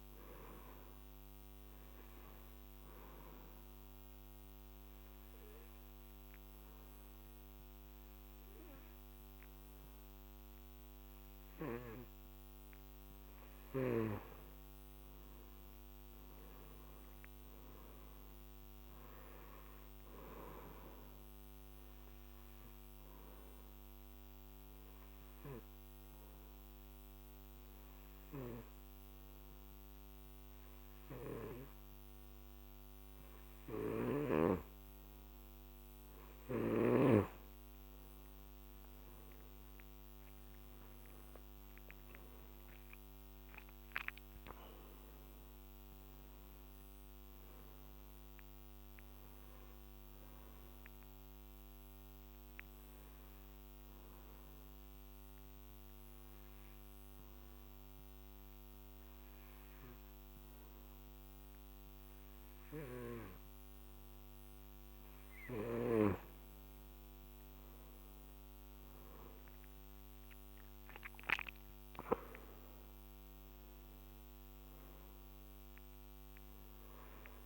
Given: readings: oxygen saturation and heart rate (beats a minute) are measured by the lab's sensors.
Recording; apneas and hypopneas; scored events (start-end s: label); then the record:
breathing in sleep by a microphone on the trachea; 3
0.00-1.00 s: arousal
3.50-14.50 s: oxygen desaturation (device-marked, oxygen 98% before, 94% lowest, heart rate 56 before, 50 extreme)
4.00-14.00 s: obstructive apnea (oxygen 98% before, 91% lowest, heart rate 56 before, 50 extreme, up 9 after)
15.50-19.50 s: arousal
22.00-34.00 s: obstructive apnea (oxygen 98% before, 91% lowest, heart rate 58 before, 50 extreme, up 19 after)
23.50-35.50 s: oxygen desaturation (device-marked, oxygen 96% before, 91% lowest, heart rate 57 before, 52 extreme)
39.50-44.50 s: arousal
41.50-57.50 s: oxygen desaturation (device-marked, oxygen 97% before, 92% lowest, heart rate 56 before, 52 extreme)
53.00-65.50 s: obstructive apnea (oxygen 97% before, 92% lowest, heart rate 67 before, 52 extreme, up 15 after)
68.00-72.00 s: arousal
72.50-77.45 s: oxygen desaturation (device-marked, oxygen 98% before, 92% lowest, heart rate 60 before, 47 extreme)
From the record:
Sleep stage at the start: N2 (light sleep); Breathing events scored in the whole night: 169 in 4.0 hours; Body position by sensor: on the back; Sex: male